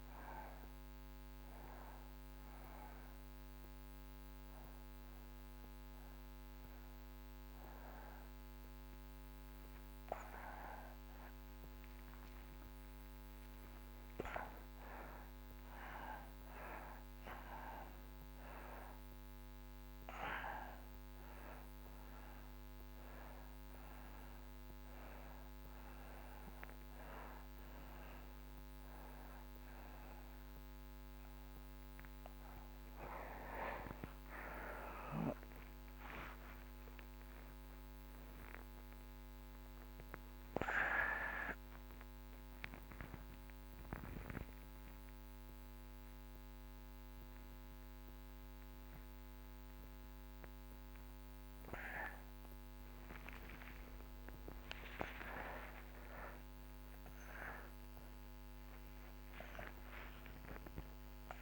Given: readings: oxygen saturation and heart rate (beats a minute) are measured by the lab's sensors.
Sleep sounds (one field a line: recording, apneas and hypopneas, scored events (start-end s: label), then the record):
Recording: a person awake in a sleep study, by a microphone on the trachea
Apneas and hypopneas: none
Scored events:
none scored
From the record:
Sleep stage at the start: awake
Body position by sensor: on the back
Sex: male